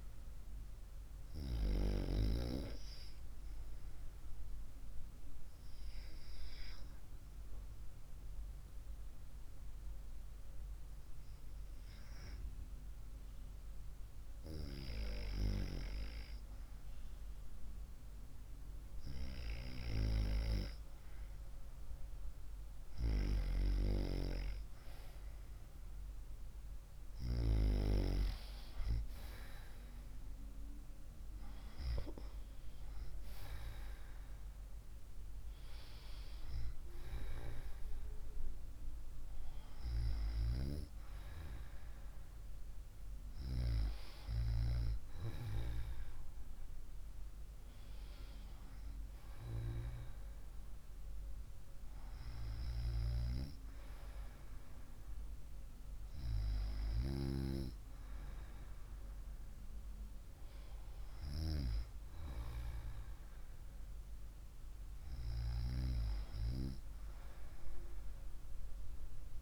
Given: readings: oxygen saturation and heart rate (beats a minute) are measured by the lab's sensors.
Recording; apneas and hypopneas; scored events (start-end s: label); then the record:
breathing in sleep by a room microphone; 1
6.00-16.50 s: hypopnea (oxygen 95% before, 92% lowest, heart rate 66 before, 63 extreme, up 3 after)
19.00-23.00 s: arousal
From the record:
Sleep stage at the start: REM sleep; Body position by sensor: on the right side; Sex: female